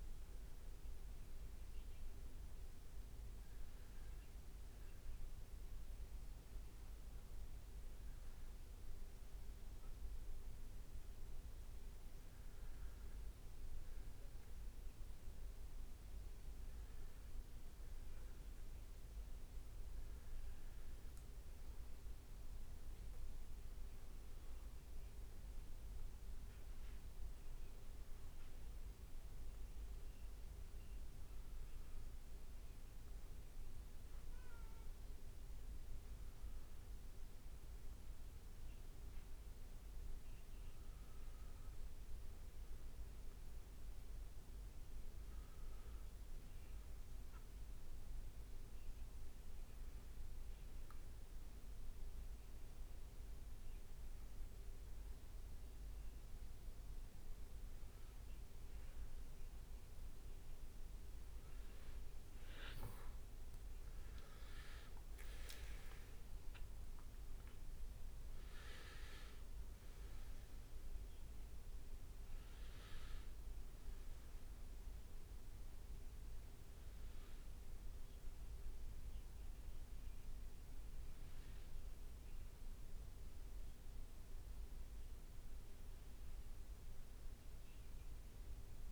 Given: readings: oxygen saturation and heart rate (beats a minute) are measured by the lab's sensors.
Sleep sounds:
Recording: breathing in sleep, hard to hear, by a room microphone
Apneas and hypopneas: 1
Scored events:
24.00-25.00 s: leg movement (device-marked)
41.50-45.00 s: arousal
47.50-59.00 s: hypopnea (oxygen 97% before, 94% lowest, heart rate 66 before, 59 extreme, up 4 after)
63.50-70.50 s: leg movement (device-marked)
63.50-81.50 s: oxygen desaturation (device-marked, oxygen 97% before, 94% lowest, heart rate 65 before, 59 extreme)
64.00-69.50 s: arousal
From the record:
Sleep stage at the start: N1 (lightest sleep)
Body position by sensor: on the back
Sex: male

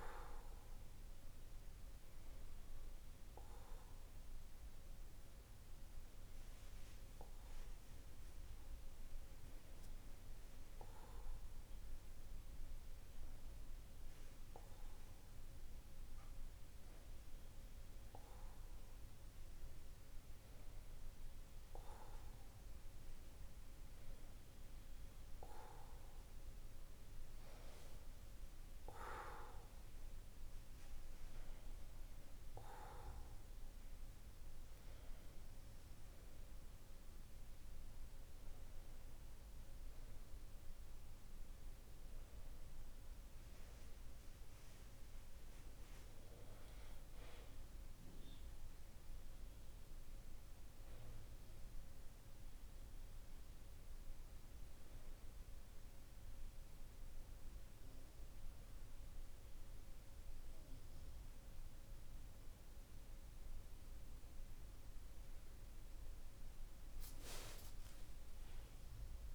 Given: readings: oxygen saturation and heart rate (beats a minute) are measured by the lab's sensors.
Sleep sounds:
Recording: breathing in sleep by a room microphone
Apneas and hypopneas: 1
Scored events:
4.50-24.50 s: hypopnea (oxygen 94% before, 94% lowest, heart rate 51 before, 48 extreme, up 3 after)
27.00-31.00 s: arousal
64.00-67.50 s: arousal
From the record:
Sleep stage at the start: N2 (light sleep)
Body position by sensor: on the back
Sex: male

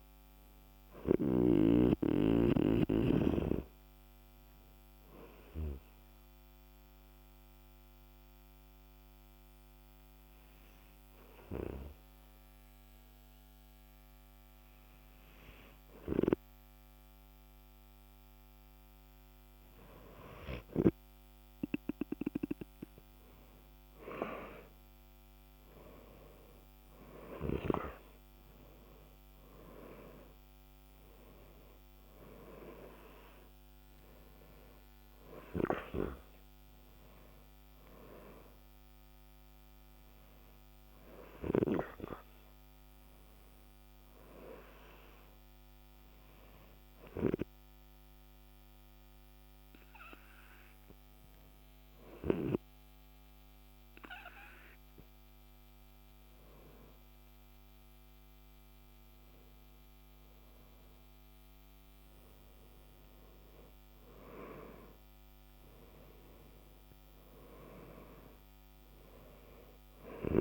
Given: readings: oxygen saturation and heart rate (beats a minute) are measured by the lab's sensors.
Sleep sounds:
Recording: breathing in sleep by a microphone on the trachea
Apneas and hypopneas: 2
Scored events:
0.00-3.00 s: snoring (device-marked)
3.50-21.50 s: hypopnea (oxygen 97% before, 92% lowest, heart rate 59 before, 49 extreme, up 15 after)
10.00-21.00 s: oxygen desaturation (device-marked, oxygen 97% before, 92% lowest, heart rate 56 before, 50 extreme)
23.50-29.50 s: arousal
47.00-59.50 s: hypopnea (oxygen 98% before, 94% lowest, heart rate 60 before, 52 extreme, up 11 after)
61.00-66.00 s: arousal
66.00-70.41 s: oxygen desaturation (device-marked, oxygen 98% before, 95% lowest, heart rate 58 before, 48 extreme)
From the record:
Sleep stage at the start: N2 (light sleep)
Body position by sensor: on the back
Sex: male

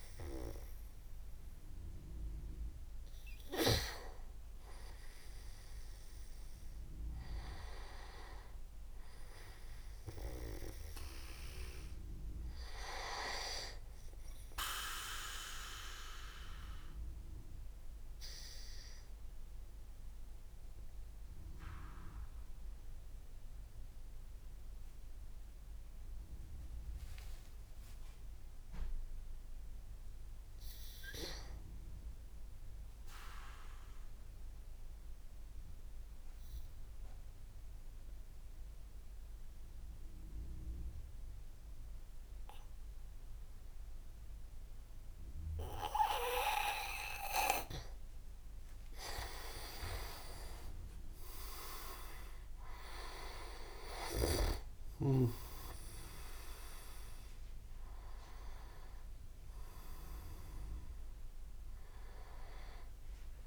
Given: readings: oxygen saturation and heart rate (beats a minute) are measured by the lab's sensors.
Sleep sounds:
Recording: breathing in sleep by a room microphone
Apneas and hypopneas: 1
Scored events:
16.50-47.00 s: obstructive apnea (oxygen 99% before, 93% lowest, heart rate 46 before, 39 extreme, up 26 after)
48.00-63.47 s: oxygen desaturation (device-marked, oxygen 98% before, 93% lowest, heart rate 53 before, 39 extreme)
49.00-51.50 s: leg movement (device-marked)
49.50-53.00 s: arousal
From the record:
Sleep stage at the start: N2 (light sleep)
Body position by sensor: on the back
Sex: male

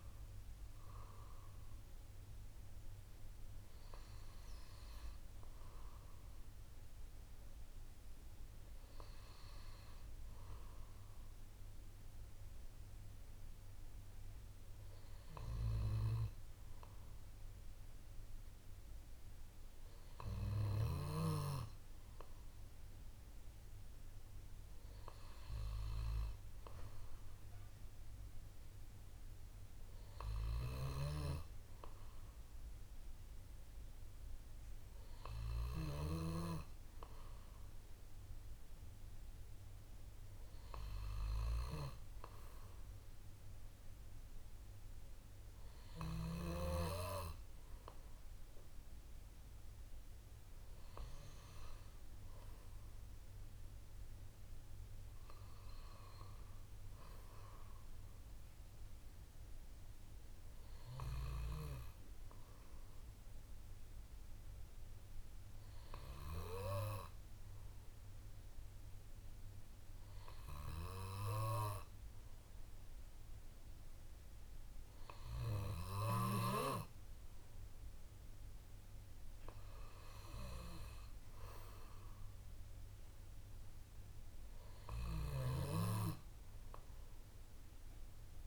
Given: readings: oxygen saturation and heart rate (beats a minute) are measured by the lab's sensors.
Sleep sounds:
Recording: a person awake in a sleep study, by a room microphone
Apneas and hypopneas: none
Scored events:
30.50-36.00 s: snoring (device-marked)
85.00-88.47 s: snoring (device-marked)
From the record:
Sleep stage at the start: awake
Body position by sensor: on the left side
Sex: male

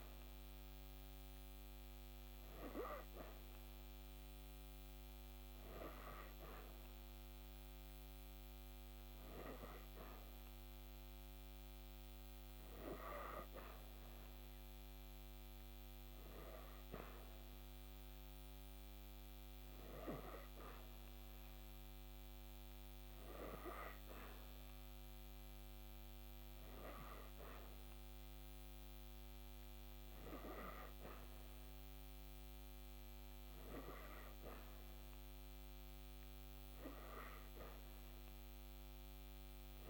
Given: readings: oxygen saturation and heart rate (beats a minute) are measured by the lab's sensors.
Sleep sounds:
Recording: breathing in sleep by a microphone on the trachea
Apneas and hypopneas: none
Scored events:
none scored
From the record:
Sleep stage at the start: N3 (deep sleep)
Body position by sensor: on the back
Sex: female

